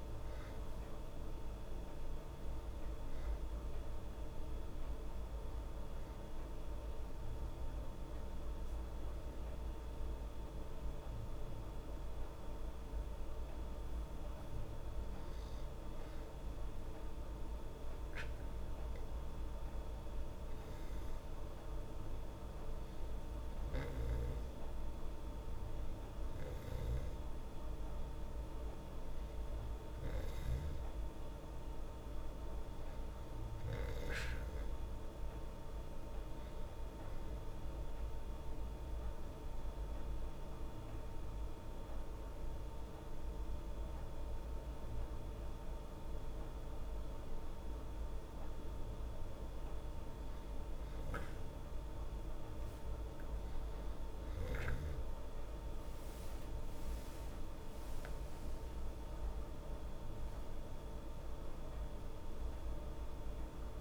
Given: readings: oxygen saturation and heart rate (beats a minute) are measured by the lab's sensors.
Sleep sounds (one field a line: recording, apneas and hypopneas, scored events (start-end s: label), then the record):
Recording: breathing in sleep, hard to hear, by a room microphone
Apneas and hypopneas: 1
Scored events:
30.50-35.00 s: arousal
38.00-48.50 s: hypopnea (oxygen 97% before, 95% lowest, heart rate 76 before, 72 extreme, up 4 after)
57.50-61.00 s: arousal
From the record:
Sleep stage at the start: N2 (light sleep)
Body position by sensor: on the back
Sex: female